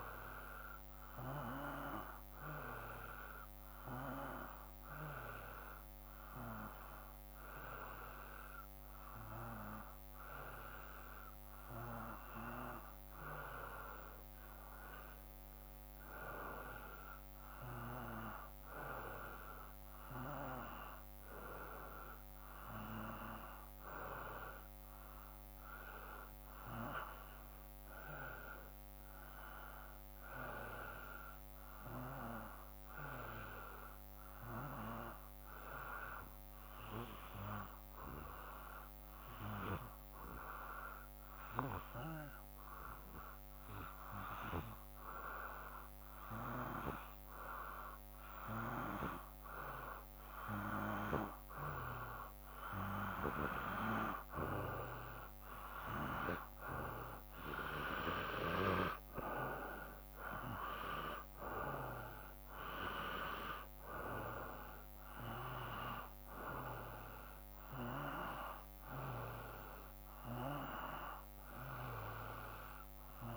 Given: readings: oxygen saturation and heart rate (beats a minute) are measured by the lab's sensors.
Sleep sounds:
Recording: breathing in sleep by a microphone on the trachea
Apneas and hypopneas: 1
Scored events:
0.00-7.00 s: oxygen desaturation (device-marked, oxygen 91% lowest, heart rate 53 extreme)
29.00-33.00 s: arousal
36.00-51.00 s: hypopnea (oxygen 95% before, 90% lowest, heart rate 56 before, 55 extreme, up 3 after)
52.50-56.50 s: arousal
54.00-68.00 s: oxygen desaturation (device-marked, oxygen 93% before, 90% lowest, heart rate 55 before, 54 extreme)
71.50-73.37 s: arousal
From the record:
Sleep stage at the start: N2 (light sleep)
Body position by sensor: on the back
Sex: male

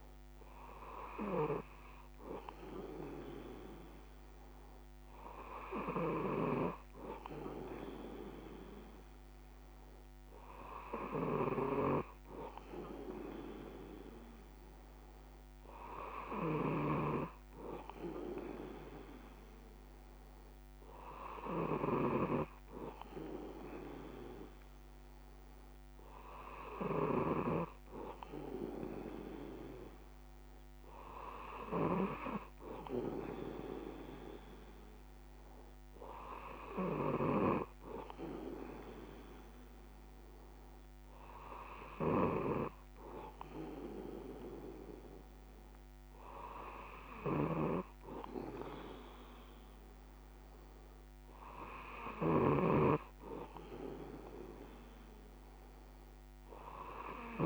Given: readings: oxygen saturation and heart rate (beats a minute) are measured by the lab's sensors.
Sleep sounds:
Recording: breathing in sleep by a microphone on the trachea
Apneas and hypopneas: none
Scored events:
none scored
From the record:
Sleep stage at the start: N2 (light sleep)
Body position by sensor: on the back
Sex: male

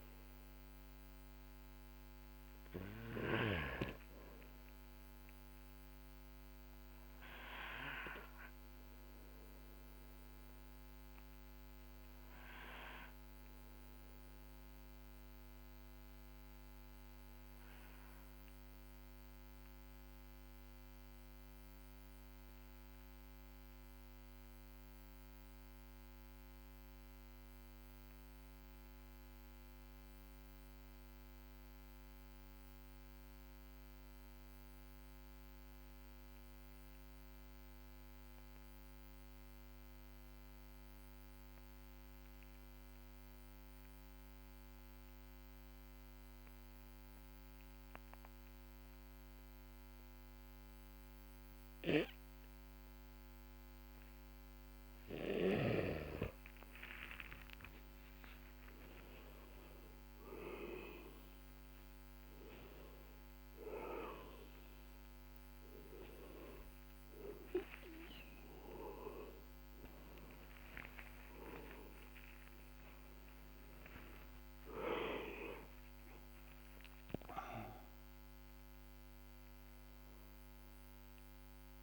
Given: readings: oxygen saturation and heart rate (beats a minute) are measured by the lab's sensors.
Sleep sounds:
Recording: breathing in sleep by a microphone on the trachea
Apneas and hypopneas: 1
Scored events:
0.00-3.00 s: snoring (device-marked)
0.00-31.50 s: oxygen desaturation (device-marked, oxygen 91% lowest, heart rate 46 extreme)
8.00-55.50 s: mixed apnea (oxygen 97% before, 90% lowest, heart rate 48 before, 46 extreme, up 6 after)
45.50-81.50 s: oxygen desaturation (device-marked, oxygen 99% before, 90% lowest, heart rate 53 before, 47 extreme)
58.00-65.00 s: arousal
70.50-73.50 s: tachycardia (device-marked, heart rate 52 before, 96 extreme)
From the record:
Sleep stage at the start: N2 (light sleep)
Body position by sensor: on the back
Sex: male

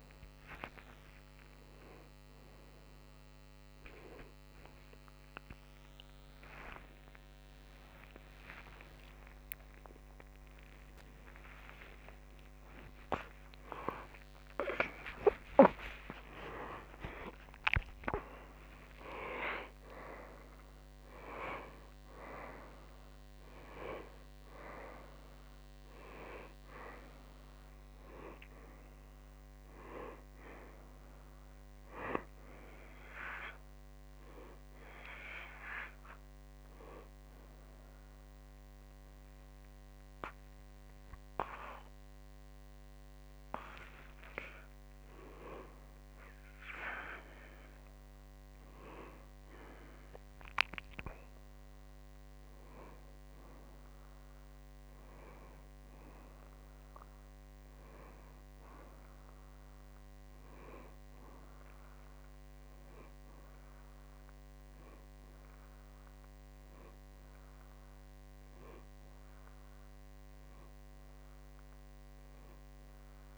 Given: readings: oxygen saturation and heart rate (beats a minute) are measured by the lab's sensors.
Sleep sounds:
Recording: a person awake in a sleep study, by a microphone on the trachea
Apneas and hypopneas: none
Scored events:
10.00-26.00 s: oxygen desaturation (device-marked, oxygen 96% before, 93% lowest, heart rate 76 before, 68 extreme)
From the record:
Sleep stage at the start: awake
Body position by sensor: on the back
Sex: male

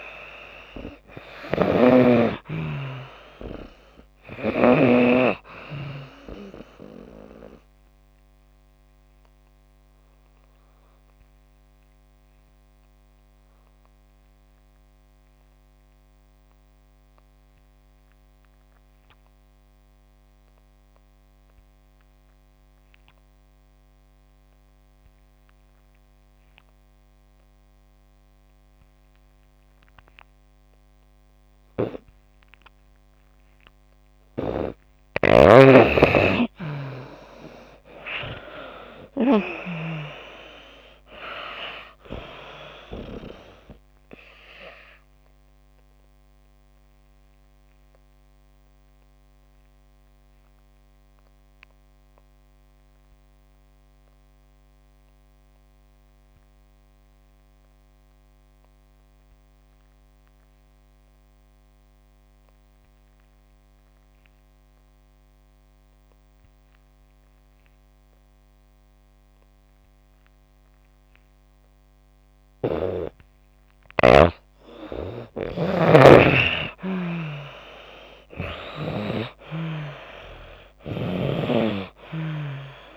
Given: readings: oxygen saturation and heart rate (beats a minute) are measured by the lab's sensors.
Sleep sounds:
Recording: breathing in sleep by a microphone on the trachea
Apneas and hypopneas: 2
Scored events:
3.50-29.50 s: oxygen desaturation (device-marked, oxygen 96% before, 85% lowest)
6.50-33.50 s: obstructive apnea (oxygen 97% before, 84% lowest)
35.50-39.00 s: arousal
43.50-70.50 s: oxygen desaturation (device-marked, oxygen 96% before, 84% lowest)
45.00-72.50 s: obstructive apnea (oxygen 97% before, 84% lowest)
73.50-82.97 s: snoring (device-marked)
75.50-79.00 s: arousal
81.50-82.97 s: oxygen desaturation (device-marked, oxygen 97% before, 84% lowest)
From the record:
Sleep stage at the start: N2 (light sleep)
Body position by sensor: on the back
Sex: female

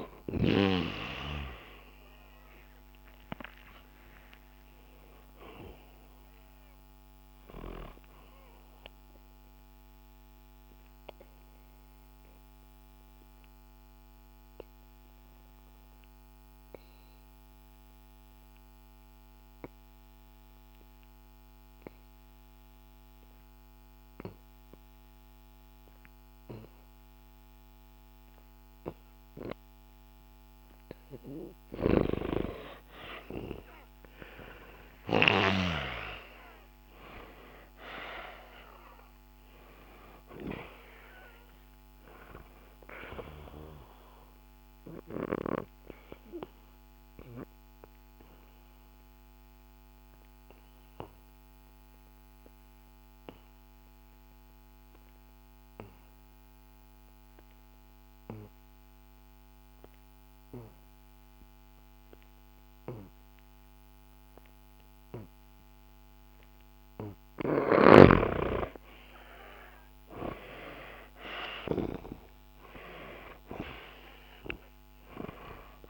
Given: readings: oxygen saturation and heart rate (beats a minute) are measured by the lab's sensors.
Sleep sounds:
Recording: breathing in sleep by a microphone on the trachea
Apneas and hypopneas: 2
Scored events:
0.00-3.00 s: arousal
6.50-28.50 s: oxygen desaturation (device-marked, oxygen 97% before, 92% lowest, heart rate 69 before, 64 extreme)
8.50-29.50 s: obstructive apnea (oxygen 97% before, 88% lowest, heart rate 69 before, 64 extreme, up 10 after)
31.50-35.50 s: snoring (device-marked)
32.00-36.00 s: arousal
41.50-58.50 s: oxygen desaturation (device-marked, oxygen 98% before, 90% lowest, heart rate 68 before, 64 extreme)
43.50-66.50 s: obstructive apnea (oxygen 98% before, 88% lowest, heart rate 69 before, 64 extreme, up 0 after)
68.50-74.00 s: arousal
73.50-75.90 s: oxygen desaturation (device-marked, oxygen 98% before, 88% lowest, heart rate 67 before, 68 extreme)
From the record:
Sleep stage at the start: N2 (light sleep)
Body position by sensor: on the back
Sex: male

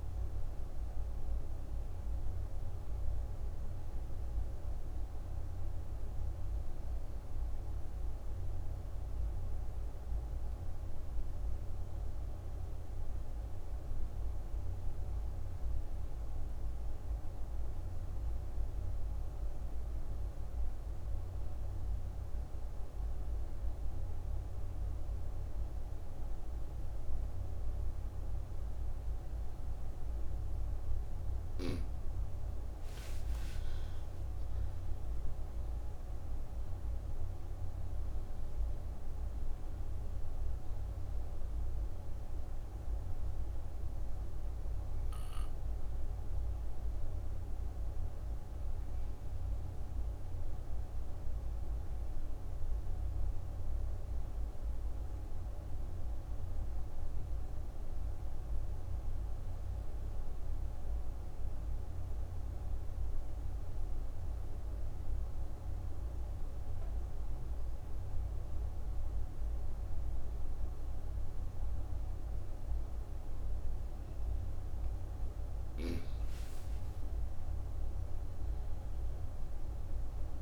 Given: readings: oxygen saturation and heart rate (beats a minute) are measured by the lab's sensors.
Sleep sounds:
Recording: breathing in sleep, hard to hear, by a room microphone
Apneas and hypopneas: 2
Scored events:
0.00-14.50 s: oxygen desaturation (device-marked, oxygen 89% lowest)
5.00-30.50 s: obstructive apnea (oxygen 98% before, 86% lowest, heart rate 83 before, 57 extreme, up 36 after)
30.50-57.50 s: oxygen desaturation (device-marked, oxygen 98% before, 86% lowest, heart rate 64 before, 56 extreme)
33.00-35.50 s: arousal
46.50-74.00 s: obstructive apnea (oxygen 99% before, 85% lowest, heart rate 75 before, 56 extreme, up 16 after)
75.50-80.42 s: arousal
75.50-80.42 s: oxygen desaturation (device-marked, oxygen 98% before, 85% lowest, heart rate 62 before, 37 extreme)
From the record:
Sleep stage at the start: N2 (light sleep)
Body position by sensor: on the right side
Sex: female

